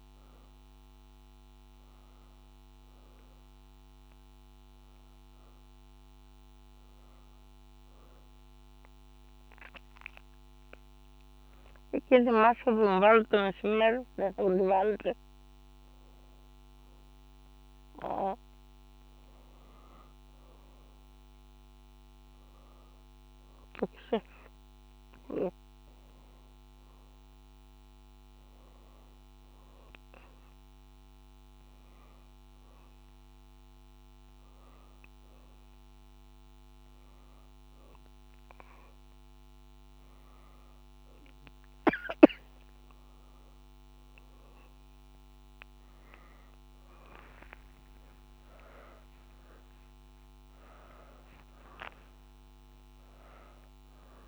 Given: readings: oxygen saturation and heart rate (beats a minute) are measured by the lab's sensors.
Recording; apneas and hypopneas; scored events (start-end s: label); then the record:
a person awake in a sleep study, by a microphone on the trachea; none
none scored
From the record:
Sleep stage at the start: awake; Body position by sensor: on the back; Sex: female